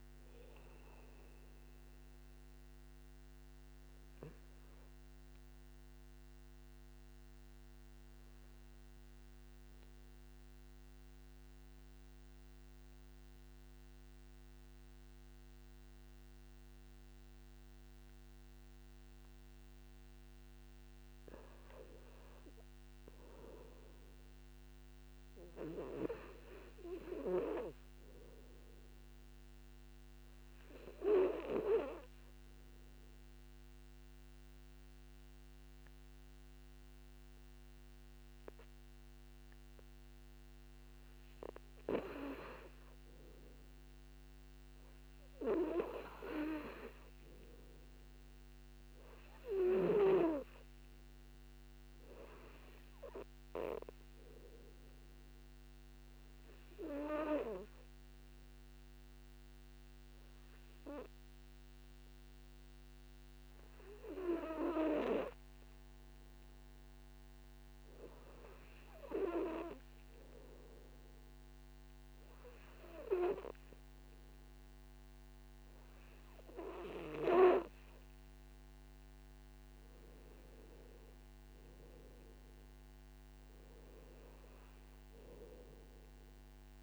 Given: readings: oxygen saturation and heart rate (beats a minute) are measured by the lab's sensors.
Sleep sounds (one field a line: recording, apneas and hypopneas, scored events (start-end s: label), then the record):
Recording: breathing in sleep by a microphone on the trachea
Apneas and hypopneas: 3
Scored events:
0.00-9.00 s: oxygen desaturation (device-marked, oxygen 91% lowest, heart rate 53 extreme)
3.00-20.50 s: obstructive apnea (oxygen 99% before, 91% lowest, heart rate 61 before, 55 extreme, up 3 after)
22.50-25.50 s: arousal
30.00-49.00 s: oxygen desaturation (device-marked, oxygen 99% before, 93% lowest, heart rate 58 before, 55 extreme)
31.00-43.00 s: obstructive apnea (oxygen 99% before, 91% lowest, heart rate 58 before, 56 extreme, up 7 after)
47.00-50.50 s: arousal
51.00-58.00 s: oxygen desaturation (device-marked, oxygen 95% before, 92% lowest, heart rate 58 before, 57 extreme)
55.50-69.00 s: obstructive apnea (oxygen 98% before, 91% lowest, heart rate 59 before, 57 extreme, up 3 after)
74.50-78.00 s: arousal
84.00-86.83 s: oxygen desaturation (device-marked, oxygen 95% before, 91% lowest, heart rate 59 before, 55 extreme)
From the record:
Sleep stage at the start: N2 (light sleep)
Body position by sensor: on the back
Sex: male